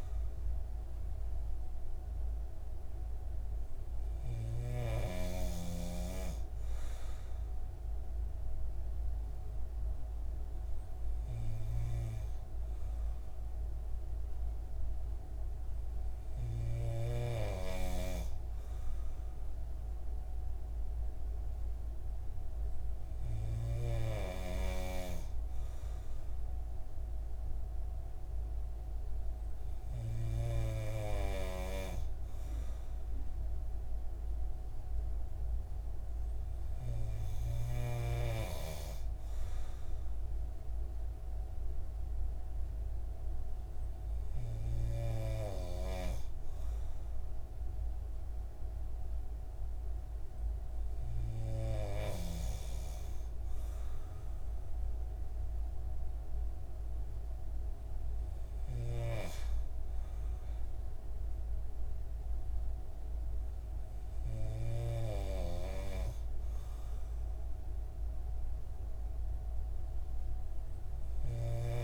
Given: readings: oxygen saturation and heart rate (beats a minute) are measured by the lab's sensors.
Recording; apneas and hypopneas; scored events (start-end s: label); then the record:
breathing in sleep by a room microphone; none
none scored
From the record:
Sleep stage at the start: N3 (deep sleep); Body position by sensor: on the right side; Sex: male